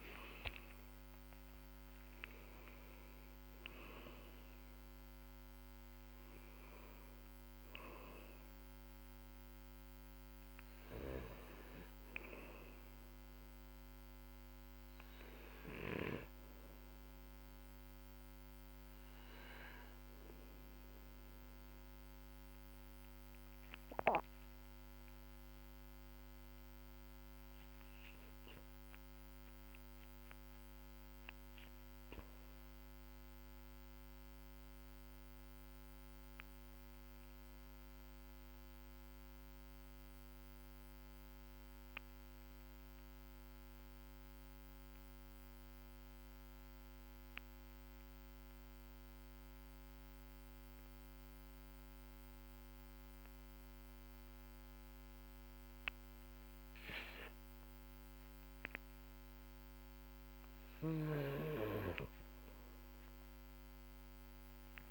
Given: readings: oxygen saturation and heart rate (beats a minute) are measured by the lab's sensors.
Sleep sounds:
breathing in sleep by a microphone on the trachea; 1
0.00-39.50 s: oxygen desaturation (device-marked, oxygen 91% lowest, heart rate 44 extreme)
0.50-3.50 s: arousal
34.00-58.50 s: mixed apnea (oxygen 96% before, 92% lowest, heart rate 52 before, 46 extreme, up 15 after)
52.50-64.91 s: oxygen desaturation (device-marked, oxygen 99% before, 92% lowest, heart rate 50 before, 44 extreme)
60.00-64.50 s: snoring (device-marked)
61.00-64.91 s: arousal
From the record:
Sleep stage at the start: N2 (light sleep); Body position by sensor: on the back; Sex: male

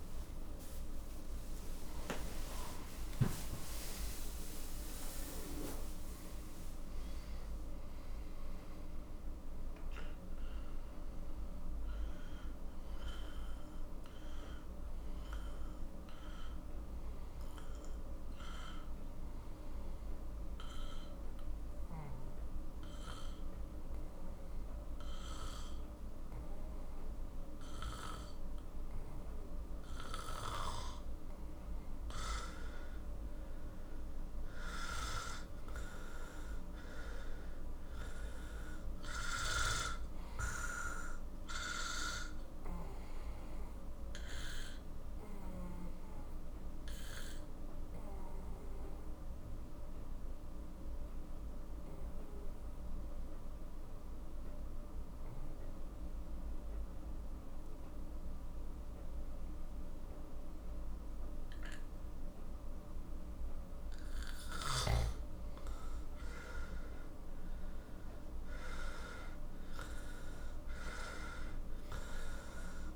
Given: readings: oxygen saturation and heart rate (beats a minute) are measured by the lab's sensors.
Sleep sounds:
breathing in sleep by a room microphone; 2
0.00-6.50 s: arousal
0.00-13.00 s: oxygen desaturation (device-marked, oxygen 91% lowest, heart rate 50 extreme)
19.50-32.00 s: obstructive apnea (oxygen 97% before, 91% lowest, heart rate 82 before, 44 extreme, up 11 after)
33.00-37.50 s: arousal
37.00-52.00 s: oxygen desaturation (device-marked, oxygen 98% before, 91% lowest, heart rate 53 before, 44 extreme)
44.50-63.50 s: obstructive apnea (oxygen 98% before, 91% lowest, heart rate 54 before, 44 extreme, up 15 after)
66.00-70.00 s: arousal
67.00-72.96 s: oxygen desaturation (device-marked, oxygen 97% before, 92% lowest, heart rate 47 before, 44 extreme)
From the record:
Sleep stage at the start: N2 (light sleep); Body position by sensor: on the back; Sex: male

